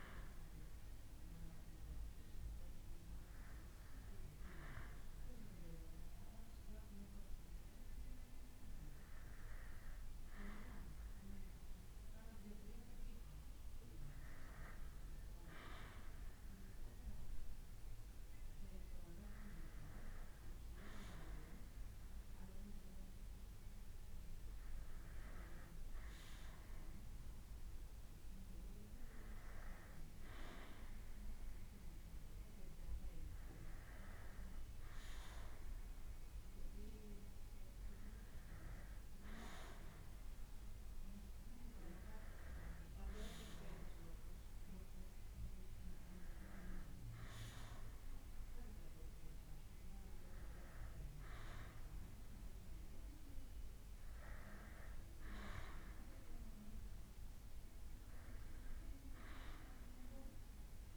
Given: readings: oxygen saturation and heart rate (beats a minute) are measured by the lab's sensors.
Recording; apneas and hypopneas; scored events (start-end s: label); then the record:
breathing in sleep by a room microphone; none
17.50-37.50 s: oxygen desaturation (device-marked, oxygen 95% before, 91% lowest, heart rate 75 before, 76 extreme)
From the record:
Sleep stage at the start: N2 (light sleep); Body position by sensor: on the back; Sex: male